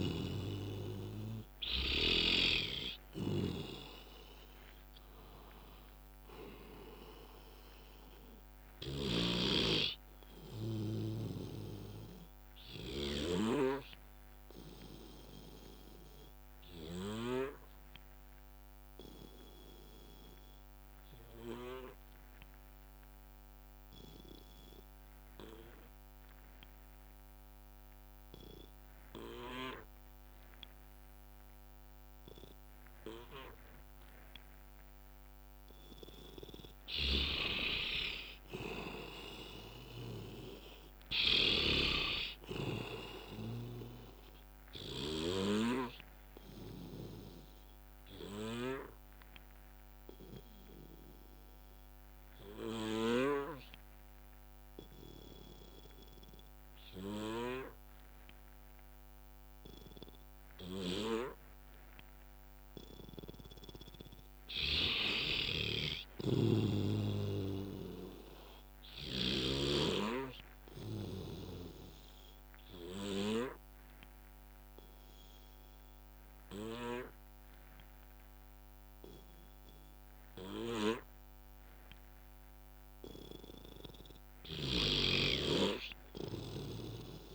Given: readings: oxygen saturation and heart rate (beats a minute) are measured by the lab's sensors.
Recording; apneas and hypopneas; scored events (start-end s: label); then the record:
breathing in sleep by a microphone on the trachea; 3
0.00-1.00 s: arousal
0.00-2.00 s: snoring (device-marked)
8.50-13.50 s: snoring (device-marked)
12.00-14.00 s: bradycardia (device-marked, heart rate 62 before, 59 extreme)
14.50-37.00 s: obstructive apnea (oxygen 92% before, 87% lowest, heart rate 70 before, 57 extreme, up 8 after)
16.00-18.00 s: bradycardia (device-marked, heart rate 62 before, 58 extreme)
32.00-59.00 s: oxygen desaturation (device-marked, oxygen 98% before, 87% lowest, heart rate 61 before, 57 extreme)
39.50-43.50 s: arousal
47.50-62.50 s: obstructive apnea (oxygen 98% before, 87% lowest, heart rate 66 before, 57 extreme, up 6 after)
49.00-55.00 s: bradycardia (device-marked, heart rate 63 before, 58 extreme)
57.00-59.00 s: bradycardia (device-marked, heart rate 63 before, 59 extreme)
65.00-68.00 s: arousal
66.00-69.50 s: snoring (device-marked)
69.00-82.00 s: oxygen desaturation (device-marked, oxygen 98% before, 92% lowest, heart rate 60 before, 60 extreme)
71.50-82.50 s: obstructive apnea (oxygen 98% before, 89% lowest, heart rate 60 before, 60 extreme, up 4 after)
84.00-87.34 s: arousal
84.50-87.34 s: snoring (device-marked)
From the record:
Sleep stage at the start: N2 (light sleep); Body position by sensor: on the back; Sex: male